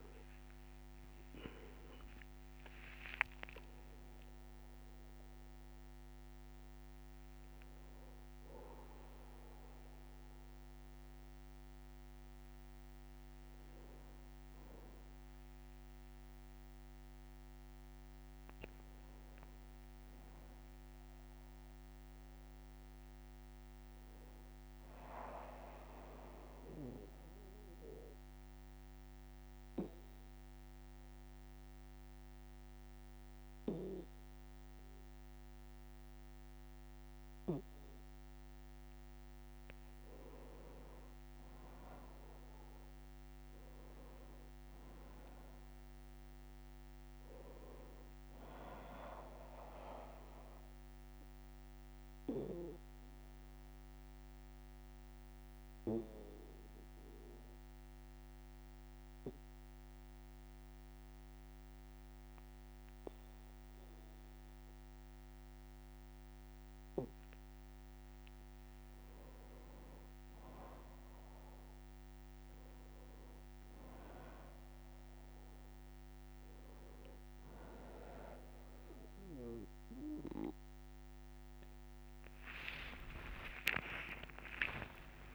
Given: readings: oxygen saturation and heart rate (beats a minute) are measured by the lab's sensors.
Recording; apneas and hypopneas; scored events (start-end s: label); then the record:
breathing in sleep by a microphone on the trachea; 2
0.00-2.50 s: arousal
0.00-18.50 s: oxygen desaturation (device-marked, oxygen 95% lowest, heart rate 61 extreme)
0.50-2.50 s: long interval between heartbeats (device-marked, heart rate 67 before, 73 extreme)
6.50-85.35 s: new sleep stage, N2 (light sleep)
16.50-18.50 s: long interval between heartbeats (device-marked, heart rate 68 before, 83 extreme)
21.00-24.00 s: arousal
26.50-40.00 s: obstructive apnea (oxygen 99% before, 93% lowest, heart rate 71 before, 61 extreme, up 2 after)
42.00-45.50 s: arousal
46.50-60.50 s: oxygen desaturation (device-marked, oxygen 98% before, 93% lowest, heart rate 62 before, 62 extreme)
51.00-68.00 s: obstructive apnea (oxygen 99% before, 93% lowest, heart rate 62 before, 62 extreme, up 1 after)
81.50-85.35 s: tachycardia (device-marked, heart rate 65 before, 119 extreme)
83.00-85.35 s: arousal
From the record:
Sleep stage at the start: N1 (lightest sleep); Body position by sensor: on the back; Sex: male